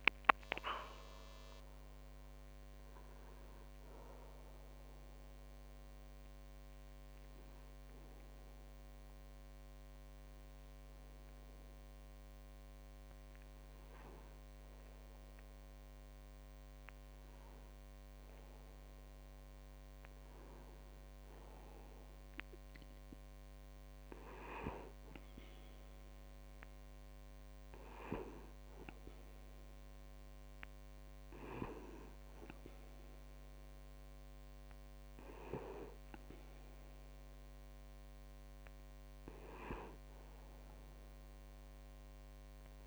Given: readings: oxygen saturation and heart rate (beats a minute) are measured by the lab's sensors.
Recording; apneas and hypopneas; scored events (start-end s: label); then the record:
breathing in sleep by a microphone on the trachea; 1
0.00-1.00 s: arousal
6.50-19.00 s: hypopnea (oxygen 99% before, 96% lowest, heart rate 49 before, 40 extreme, up 0 after)
26.50-42.87 s: new sleep stage, N2 (light sleep)
27.50-33.00 s: arousal
From the record:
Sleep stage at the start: N1 (lightest sleep); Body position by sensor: on the back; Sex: male